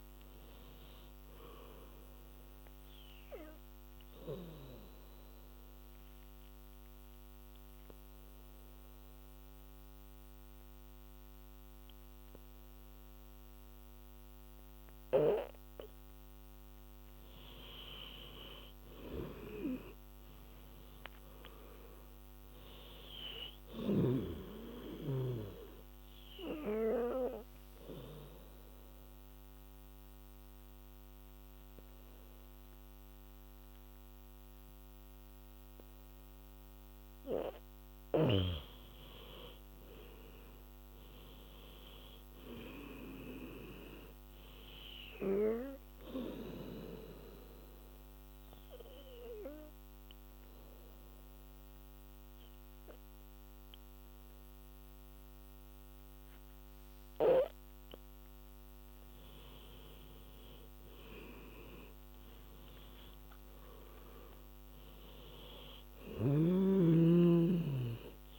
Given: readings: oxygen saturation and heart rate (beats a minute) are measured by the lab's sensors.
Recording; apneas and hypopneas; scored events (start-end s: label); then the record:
breathing in sleep by a microphone on the trachea; 3
0.00-16.50 s: oxygen desaturation (device-marked, oxygen 87% lowest, heart rate 68 extreme)
4.00-16.00 s: obstructive apnea (oxygen 99% before, 87% lowest, heart rate 76 before, 68 extreme, up 17 after)
18.00-22.00 s: arousal
21.50-36.50 s: oxygen desaturation (device-marked, oxygen 99% before, 90% lowest, heart rate 76 before, 65 extreme)
26.00-37.00 s: obstructive apnea (oxygen 99% before, 88% lowest, heart rate 76 before, 65 extreme, up 12 after)
38.50-55.50 s: oxygen desaturation (device-marked, oxygen 99% before, 90% lowest, heart rate 78 before, 65 extreme)
39.50-43.00 s: arousal
46.00-59.00 s: obstructive apnea (oxygen 99% before, 88% lowest, heart rate 78 before, 65 extreme, up 22 after)
61.50-65.50 s: arousal
65.50-68.39 s: oxygen desaturation (device-marked, oxygen 98% before, 90% lowest, heart rate 73 before, 66 extreme)
From the record:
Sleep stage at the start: N2 (light sleep); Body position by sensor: on the back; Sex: female